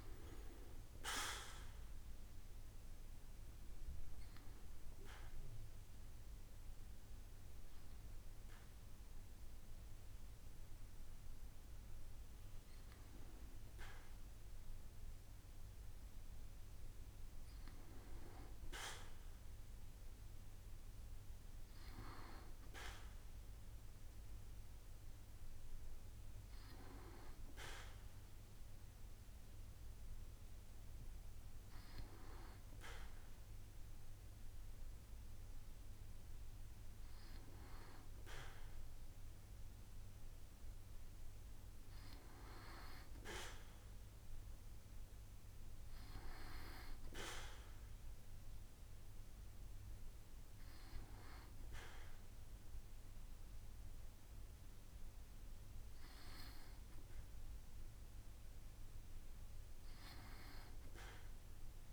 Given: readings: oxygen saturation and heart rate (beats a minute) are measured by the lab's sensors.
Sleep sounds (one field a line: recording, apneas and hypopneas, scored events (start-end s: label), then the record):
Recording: breathing in sleep by a room microphone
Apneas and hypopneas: 1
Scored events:
2.00-14.00 s: hypopnea (oxygen 96% before, 94% lowest, heart rate 71 before, 65 extreme, up 4 after)
16.00-20.00 s: arousal
From the record:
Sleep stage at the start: N2 (light sleep)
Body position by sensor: on the back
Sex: male